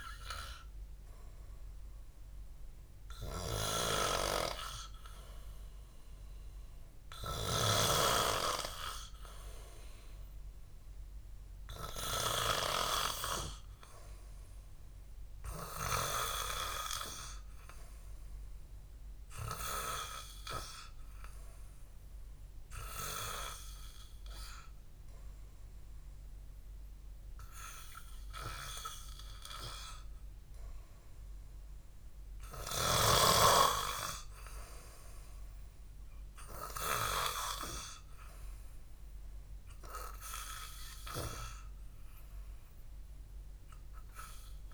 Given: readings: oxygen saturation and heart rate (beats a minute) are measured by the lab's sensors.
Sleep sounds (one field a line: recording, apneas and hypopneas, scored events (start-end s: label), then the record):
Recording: breathing in sleep by a room microphone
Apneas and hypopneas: none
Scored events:
none scored
From the record:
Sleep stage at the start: N2 (light sleep)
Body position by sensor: on the back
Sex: male